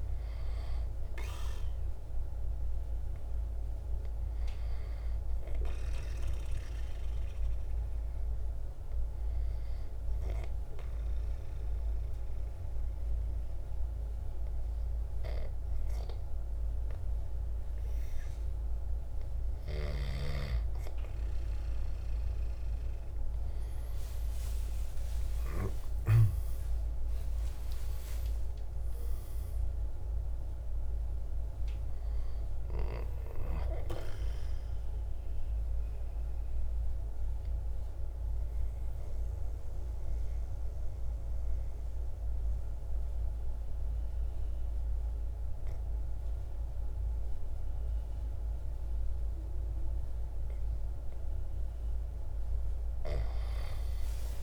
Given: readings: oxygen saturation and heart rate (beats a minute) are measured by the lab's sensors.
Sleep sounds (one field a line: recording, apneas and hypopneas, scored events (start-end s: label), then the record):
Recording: breathing in sleep by a room microphone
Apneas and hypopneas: 2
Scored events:
0.00-2.00 s: oxygen desaturation (device-marked, oxygen 91% lowest, heart rate 56 extreme)
7.00-19.50 s: obstructive apnea (oxygen 97% before, 89% lowest, heart rate 58 before, 54 extreme, up 26 after)
24.50-28.00 s: arousal
25.00-28.00 s: drop in pulse transit time (device-marked, heart rate 57 before, 64 extreme)
31.00-52.00 s: oxygen desaturation (device-marked, oxygen 94% before, 90% lowest, heart rate 64 before, 53 extreme)
33.50-50.00 s: obstructive apnea (oxygen 97% before, 89% lowest, heart rate 66 before, 53 extreme, up 10 after)
From the record:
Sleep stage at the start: N2 (light sleep)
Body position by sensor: on the right side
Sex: male